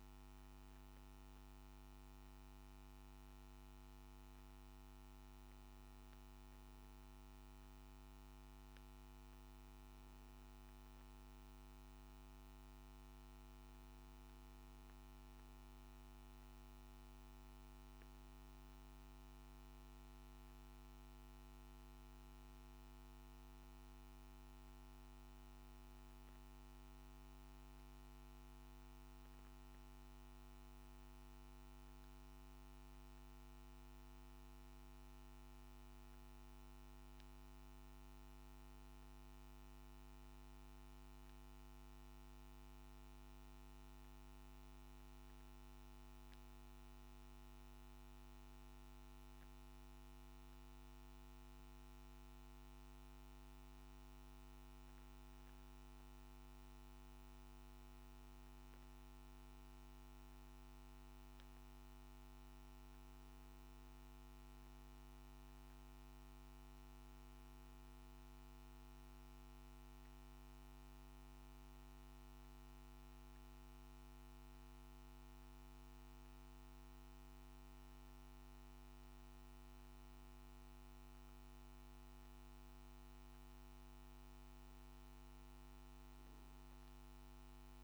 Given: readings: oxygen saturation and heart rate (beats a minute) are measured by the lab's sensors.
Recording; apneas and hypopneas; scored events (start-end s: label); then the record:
breathing in sleep, hard to hear, by a microphone on the trachea; none
4.50-87.84 s: new sleep stage, N3 (deep sleep)
From the record:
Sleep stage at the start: N2 (light sleep); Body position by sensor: on the back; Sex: male